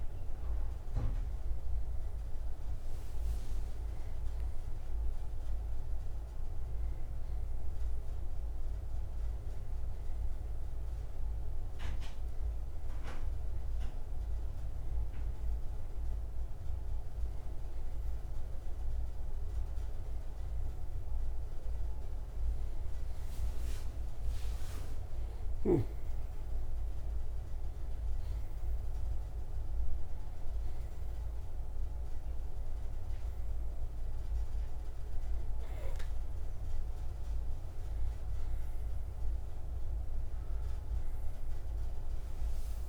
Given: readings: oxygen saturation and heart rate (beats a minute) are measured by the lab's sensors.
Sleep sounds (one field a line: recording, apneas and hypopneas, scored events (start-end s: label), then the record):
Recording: a person awake in a sleep study, hard to hear, by a room microphone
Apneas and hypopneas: none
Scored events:
25.50-42.89 s: oxygen desaturation (device-marked, oxygen 97% before, 94% lowest, heart rate 194 before, 59 extreme)
From the record:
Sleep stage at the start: awake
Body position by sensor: on the right side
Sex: male